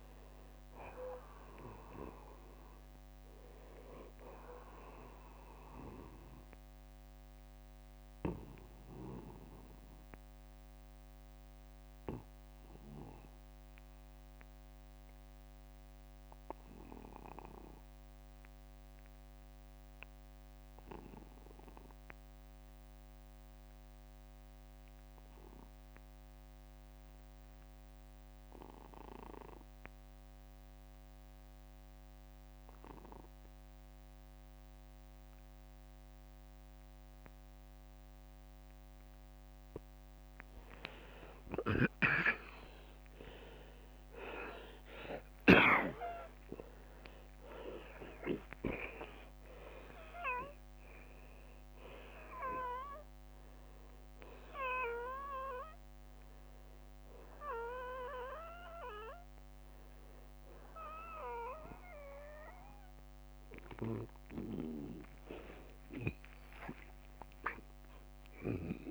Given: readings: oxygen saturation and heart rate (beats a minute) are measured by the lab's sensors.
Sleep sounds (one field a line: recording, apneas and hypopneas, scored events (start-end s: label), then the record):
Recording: breathing in sleep by a microphone on the trachea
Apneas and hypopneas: 1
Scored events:
0.00-1.00 s: long interval between heartbeats (device-marked, heart rate 69 extreme)
0.00-7.00 s: oxygen desaturation (device-marked, oxygen 93% lowest, heart rate 43 extreme)
6.50-8.50 s: long interval between heartbeats (device-marked, heart rate 63 before, 58 extreme)
8.00-38.50 s: obstructive apnea (oxygen 97% before, 86% lowest, heart rate 62 before, 40 extreme, up 20 after)
15.00-27.00 s: oxygen desaturation (device-marked, oxygen 94% before, 87% lowest, heart rate 58 before, 40 extreme)
17.00-19.00 s: long interval between heartbeats (device-marked, heart rate 57 before, 56 extreme)
40.50-44.50 s: arousal
44.00-46.00 s: long interval between heartbeats (device-marked, heart rate 48 before, 57 extreme)
50.00-59.00 s: oxygen desaturation (device-marked, oxygen 96% before, 93% lowest, heart rate 51 before, 54 extreme)
64.50-68.50 s: arousal
From the record:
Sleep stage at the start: N2 (light sleep)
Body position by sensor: on the back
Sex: male